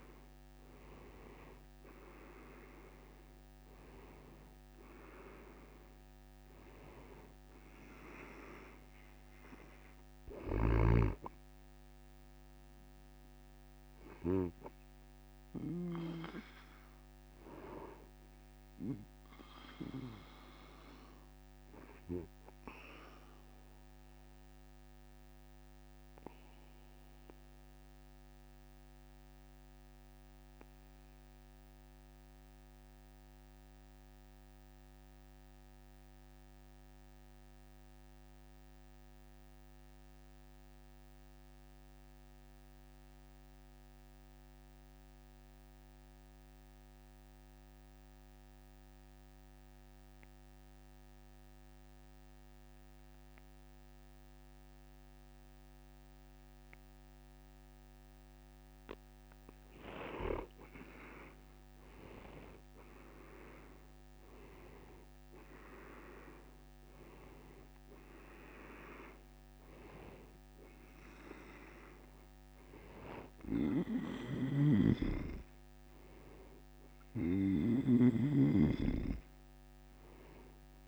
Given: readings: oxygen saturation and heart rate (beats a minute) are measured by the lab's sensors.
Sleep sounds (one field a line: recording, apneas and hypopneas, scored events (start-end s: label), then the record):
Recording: breathing in sleep by a microphone on the trachea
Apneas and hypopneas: 1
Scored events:
0.00-1.50 s: arousal
0.00-39.50 s: oxygen desaturation (device-marked, oxygen 83% lowest, heart rate 49 extreme)
23.00-57.50 s: obstructive apnea (oxygen 96% before, 83% lowest, heart rate 57 before, 49 extreme, up 8 after)
48.50-80.88 s: oxygen desaturation (device-marked, oxygen 98% before, 83% lowest, heart rate 50 before, 49 extreme)
60.50-64.00 s: arousal
74.00-78.00 s: snoring (device-marked)
From the record:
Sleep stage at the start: N2 (light sleep)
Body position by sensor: on the back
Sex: male